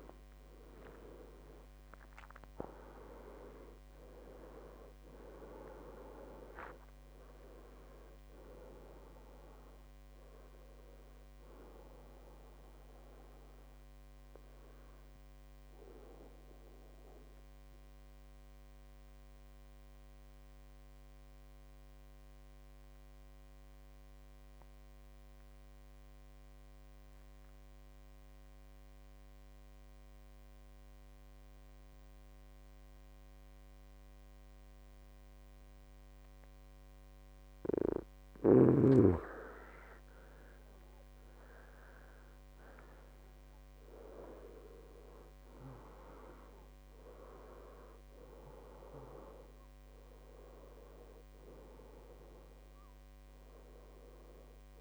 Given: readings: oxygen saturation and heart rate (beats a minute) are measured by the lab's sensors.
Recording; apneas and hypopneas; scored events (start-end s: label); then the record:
a person awake in a sleep study, by a microphone on the trachea; none
0.00-23.50 s: oxygen desaturation (device-marked, oxygen 89% lowest, heart rate 61 extreme)
12.50-42.50 s: new sleep stage, awake
42.50-54.81 s: new sleep stage, N1 (lightest sleep)
42.50-54.81 s: oxygen desaturation (device-marked, oxygen 98% before, 93% lowest, heart rate 63 before, 62 extreme)
From the record:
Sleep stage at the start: N2 (light sleep); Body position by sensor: on the back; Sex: male